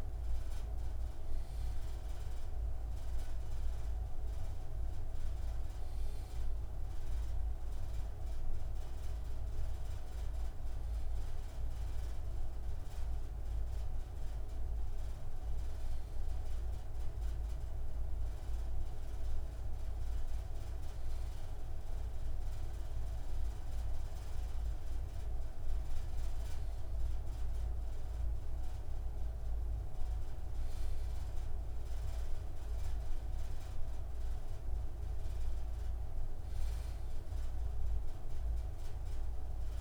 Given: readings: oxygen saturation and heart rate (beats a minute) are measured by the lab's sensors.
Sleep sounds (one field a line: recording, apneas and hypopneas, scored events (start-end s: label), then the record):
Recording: breathing in sleep, hard to hear, by a room microphone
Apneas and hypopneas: none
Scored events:
none scored
From the record:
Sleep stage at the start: N2 (light sleep)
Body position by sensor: on the left side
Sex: male